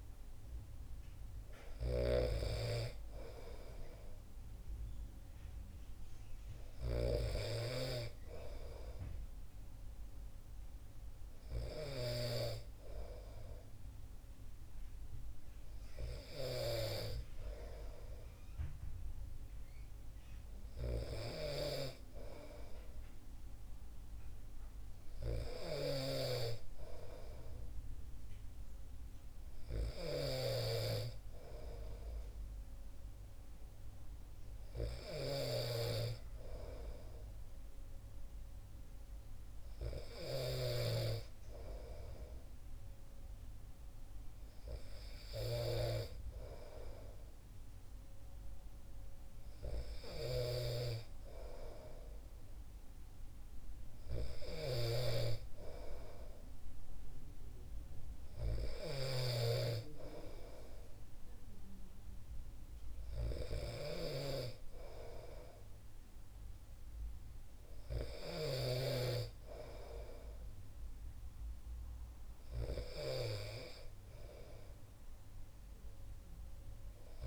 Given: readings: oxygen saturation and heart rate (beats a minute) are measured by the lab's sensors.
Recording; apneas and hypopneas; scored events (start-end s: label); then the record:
breathing in sleep by a room microphone; none
0.00-2.50 s: snoring (device-marked)
From the record:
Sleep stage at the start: N2 (light sleep); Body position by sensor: on the back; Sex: male